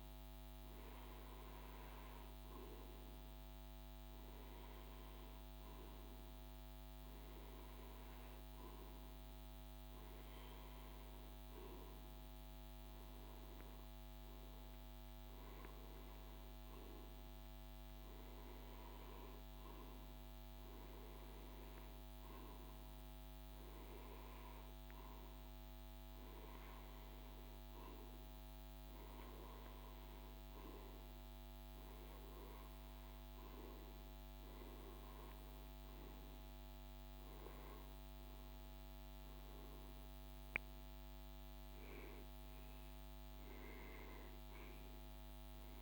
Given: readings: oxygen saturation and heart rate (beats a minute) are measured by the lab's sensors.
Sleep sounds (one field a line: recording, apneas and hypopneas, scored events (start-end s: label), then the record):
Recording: breathing in sleep, hard to hear, by a microphone on the trachea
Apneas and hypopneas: none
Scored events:
none scored
From the record:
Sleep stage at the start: REM sleep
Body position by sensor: on the right side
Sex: male